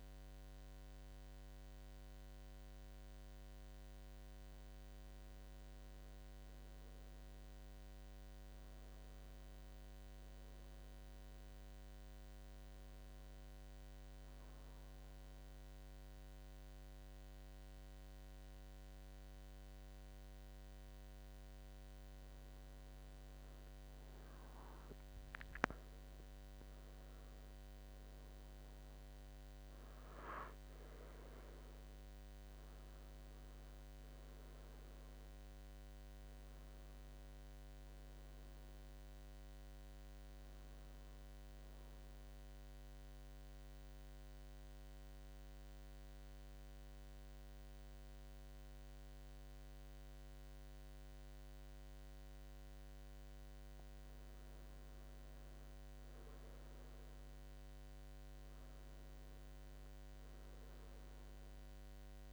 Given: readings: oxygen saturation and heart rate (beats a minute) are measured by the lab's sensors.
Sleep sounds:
breathing in sleep, hard to hear, by a microphone on the trachea; 1
0.00-6.50 s: oxygen desaturation (device-marked, oxygen 93% lowest, heart rate 72 extreme)
25.50-30.00 s: arousal
42.00-53.50 s: central apnea (oxygen 97% before, 93% lowest, heart rate 85 before, 74 extreme, up 8 after)
55.00-59.00 s: arousal
From the record:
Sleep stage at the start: N2 (light sleep); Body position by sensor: on the right side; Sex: male

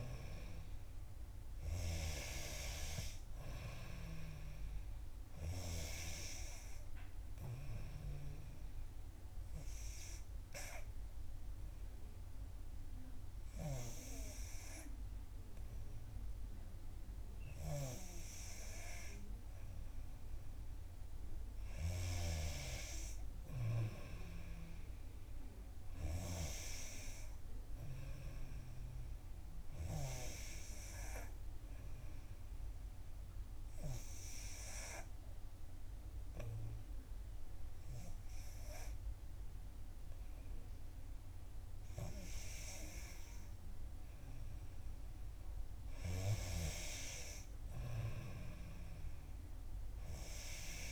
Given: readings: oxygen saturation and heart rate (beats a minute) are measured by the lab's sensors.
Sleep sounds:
breathing in sleep by a room microphone; 2
0.00-12.50 s: oxygen desaturation (device-marked, oxygen 90% lowest, heart rate 58 extreme)
8.00-20.00 s: obstructive apnea (oxygen 94% before, 90% lowest, heart rate 64 before, 58 extreme, up 6 after)
22.00-25.00 s: arousal
31.00-41.50 s: obstructive apnea (oxygen 93% before, 90% lowest, heart rate 61 before, 61 extreme, up 1 after)
44.50-48.00 s: arousal
From the record:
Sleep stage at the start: N3 (deep sleep); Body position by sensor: on the back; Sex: female

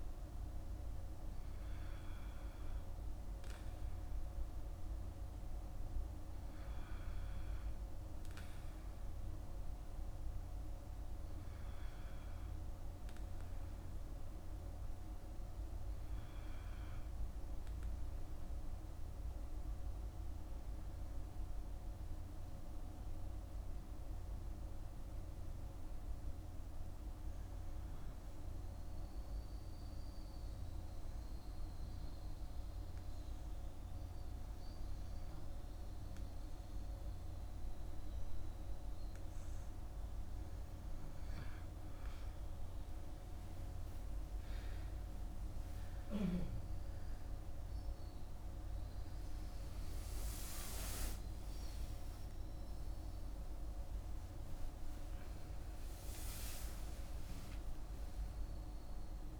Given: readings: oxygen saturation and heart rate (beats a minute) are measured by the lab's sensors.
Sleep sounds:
breathing in sleep, hard to hear, by a room microphone; 1
17.00-38.50 s: hypopnea (oxygen 97% before, 92% lowest, heart rate 53 before, 54 extreme, up 13 after)
41.00-45.00 s: arousal
42.00-59.40 s: oxygen desaturation (device-marked, oxygen 97% before, 92% lowest, heart rate 58 before, 49 extreme)
From the record:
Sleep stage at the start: N2 (light sleep); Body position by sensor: on the back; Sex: male

